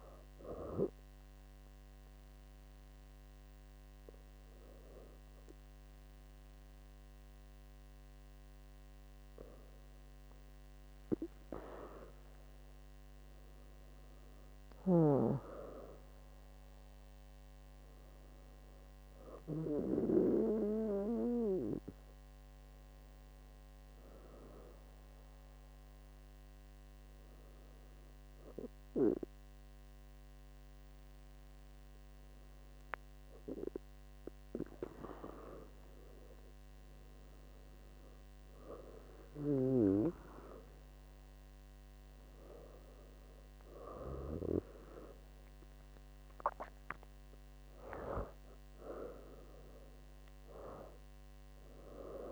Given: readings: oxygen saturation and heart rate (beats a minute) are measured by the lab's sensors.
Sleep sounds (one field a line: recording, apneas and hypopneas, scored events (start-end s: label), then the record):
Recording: breathing in sleep by a microphone on the trachea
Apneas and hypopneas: 1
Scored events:
1.00-13.50 s: hypopnea (oxygen 98% before, 97% lowest, heart rate 73 before, 70 extreme, up 5 after)
15.50-19.50 s: arousal
46.50-51.50 s: arousal
From the record:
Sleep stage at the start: N2 (light sleep)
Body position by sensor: on the back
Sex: female